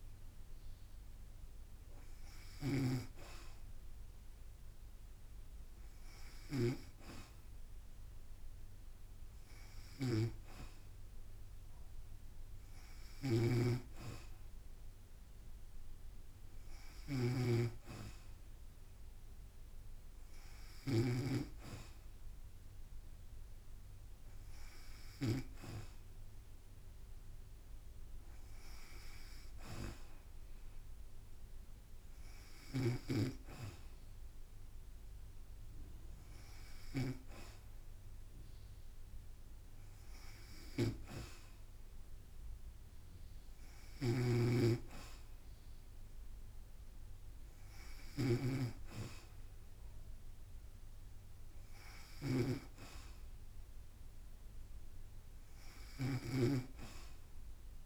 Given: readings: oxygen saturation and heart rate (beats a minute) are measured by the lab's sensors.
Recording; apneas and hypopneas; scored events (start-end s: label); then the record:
breathing in sleep by a room microphone; none
0.00-25.50 s: snoring (device-marked)
44.00-57.86 s: snoring (device-marked)
From the record:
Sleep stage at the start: N2 (light sleep); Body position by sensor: on the back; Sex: female